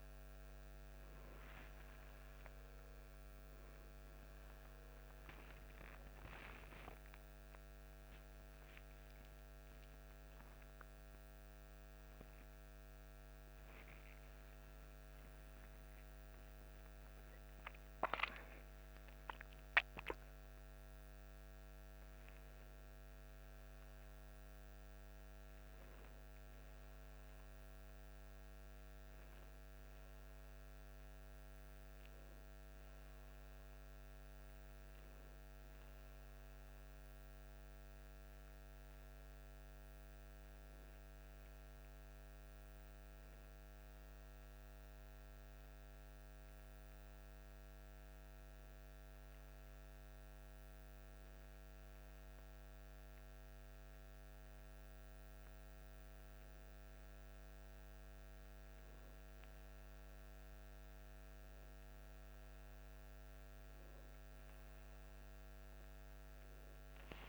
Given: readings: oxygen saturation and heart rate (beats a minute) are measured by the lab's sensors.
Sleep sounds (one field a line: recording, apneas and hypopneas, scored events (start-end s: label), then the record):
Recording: breathing in sleep, hard to hear, by a microphone on the trachea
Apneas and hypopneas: 1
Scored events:
2.50-8.00 s: arousal
41.50-56.50 s: hypopnea (oxygen 95% before, 90% lowest, heart rate 59 before, 49 extreme, up 2 after)
59.50-64.00 s: arousal
From the record:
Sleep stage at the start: N2 (light sleep)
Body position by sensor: on the back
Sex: male